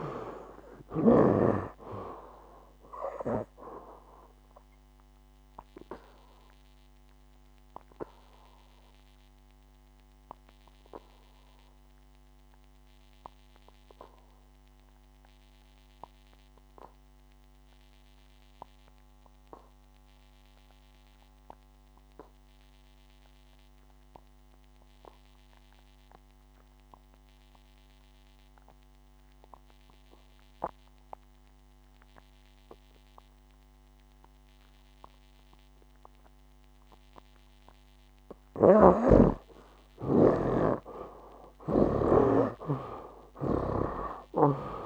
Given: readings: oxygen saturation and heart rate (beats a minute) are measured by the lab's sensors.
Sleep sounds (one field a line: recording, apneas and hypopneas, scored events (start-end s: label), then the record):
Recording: breathing in sleep by a microphone on the trachea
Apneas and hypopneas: 1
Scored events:
0.00-27.50 s: oxygen desaturation (device-marked, oxygen 69% lowest, heart rate 56 extreme)
5.00-38.50 s: obstructive apnea (oxygen 96% before, 69% lowest, heart rate 68 before, 56 extreme, up 15 after)
32.50-44.86 s: oxygen desaturation (device-marked, oxygen 97% before, 69% lowest, heart rate 59 before, 57 extreme)
39.00-42.50 s: snoring (device-marked)
42.00-44.86 s: arousal
From the record:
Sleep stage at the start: N2 (light sleep)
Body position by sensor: on the back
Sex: male